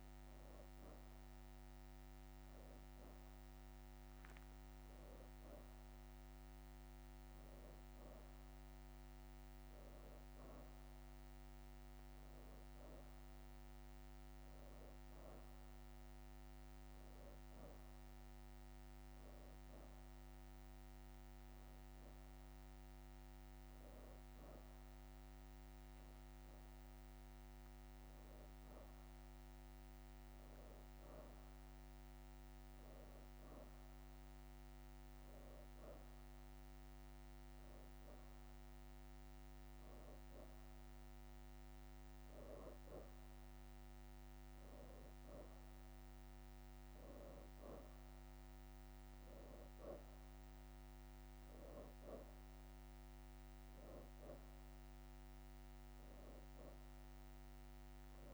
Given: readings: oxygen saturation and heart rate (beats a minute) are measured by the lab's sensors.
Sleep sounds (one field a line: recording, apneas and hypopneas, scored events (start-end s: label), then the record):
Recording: breathing in sleep, hard to hear, by a microphone on the trachea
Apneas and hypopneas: none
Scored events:
17.50-22.00 s: leg movement (device-marked)
51.00-58.34 s: oxygen desaturation (device-marked, oxygen 92% before, 89% lowest, heart rate 86 before, 85 extreme)
52.00-53.50 s: leg movement (device-marked)
56.00-58.34 s: leg movement (device-marked)
From the record:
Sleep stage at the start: N2 (light sleep)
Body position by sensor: on the back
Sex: female